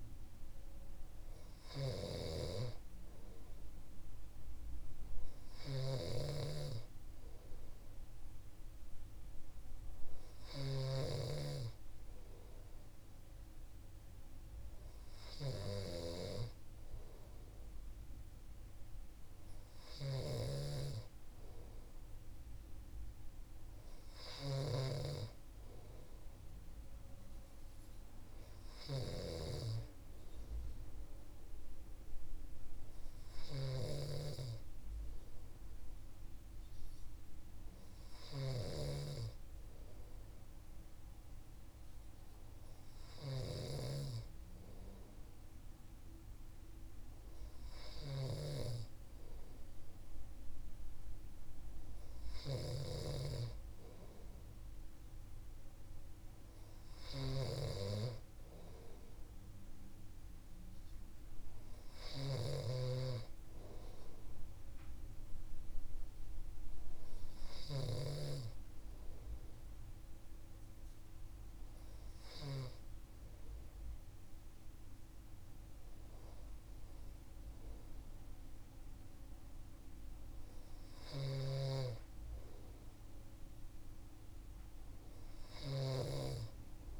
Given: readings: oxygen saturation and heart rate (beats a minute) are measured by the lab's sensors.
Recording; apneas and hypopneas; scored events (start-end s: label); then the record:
breathing in sleep by a room microphone; none
0.00-67.50 s: snoring (device-marked)
80.50-87.00 s: snoring (device-marked)
From the record:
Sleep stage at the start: N2 (light sleep); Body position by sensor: on the right side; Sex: male